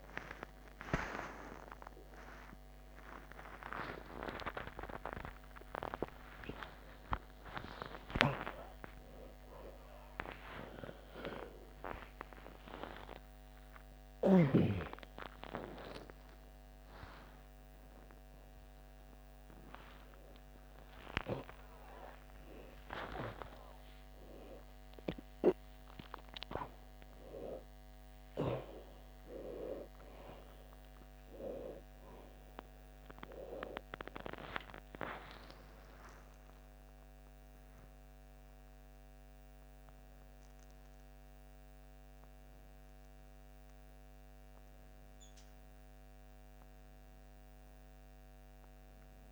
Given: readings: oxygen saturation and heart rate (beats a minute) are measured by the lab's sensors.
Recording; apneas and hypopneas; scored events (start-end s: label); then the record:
a person awake in a sleep study, by a microphone on the trachea; none
35.00-43.00 s: oxygen desaturation (device-marked, oxygen 96% before, 92% lowest, heart rate 67 before, 26 extreme)
From the record:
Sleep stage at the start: awake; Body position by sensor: on the back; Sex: female